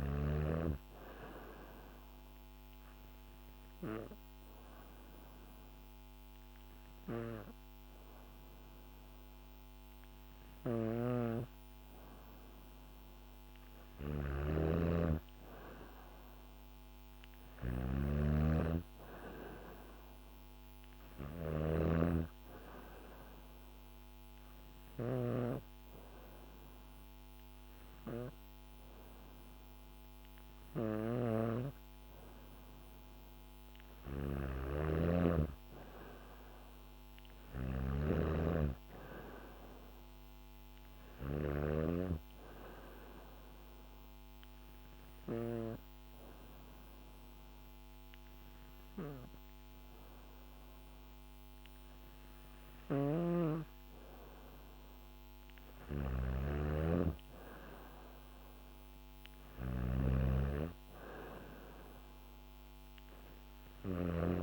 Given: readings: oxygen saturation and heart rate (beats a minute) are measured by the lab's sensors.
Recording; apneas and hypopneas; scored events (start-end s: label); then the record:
breathing in sleep by a microphone on the trachea; 3
1.50-12.50 s: obstructive apnea (oxygen 95% before, 92% lowest, heart rate 72 before, 68 extreme, up 0 after)
10.00-41.00 s: snoring (device-marked)
14.50-18.50 s: arousal
19.00-31.00 s: oxygen desaturation (device-marked, oxygen 95% before, 92% lowest, heart rate 71 before, 69 extreme)
23.50-34.50 s: hypopnea (oxygen 95% before, 92% lowest, heart rate 70 before, 68 extreme, up 4 after)
36.00-39.50 s: arousal
43.00-54.00 s: obstructive apnea (oxygen 95% before, 92% lowest, heart rate 72 before, 66 extreme, up 1 after)
52.00-64.43 s: snoring (device-marked)
56.00-60.00 s: arousal
58.00-64.43 s: oxygen desaturation (device-marked, oxygen 95% before, 92% lowest, heart rate 72 before, 66 extreme)
From the record:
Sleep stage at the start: N2 (light sleep); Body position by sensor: on the back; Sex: female